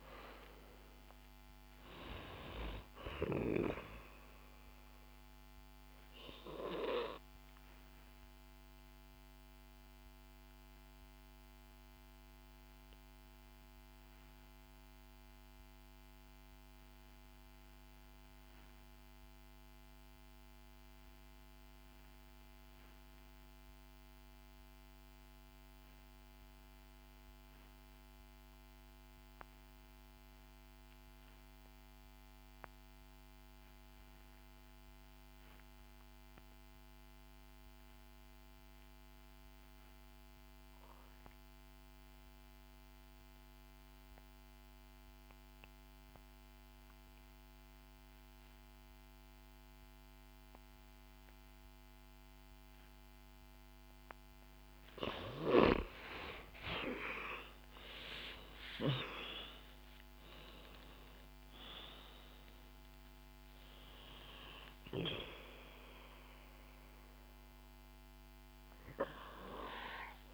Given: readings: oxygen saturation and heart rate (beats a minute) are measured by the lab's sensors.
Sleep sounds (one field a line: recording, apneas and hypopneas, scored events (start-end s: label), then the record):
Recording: breathing in sleep by a microphone on the trachea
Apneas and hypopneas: 1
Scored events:
0.00-22.50 s: oxygen desaturation (device-marked, oxygen 74% lowest, heart rate 62 extreme)
5.50-53.50 s: obstructive apnea (oxygen 94% before, 73% lowest, heart rate 69 before, 62 extreme, up 10 after)
41.50-70.34 s: oxygen desaturation (device-marked, oxygen 95% before, 73% lowest, heart rate 65 before, 60 extreme)
56.00-62.00 s: arousal
From the record:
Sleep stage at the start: N2 (light sleep)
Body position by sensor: on the back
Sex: female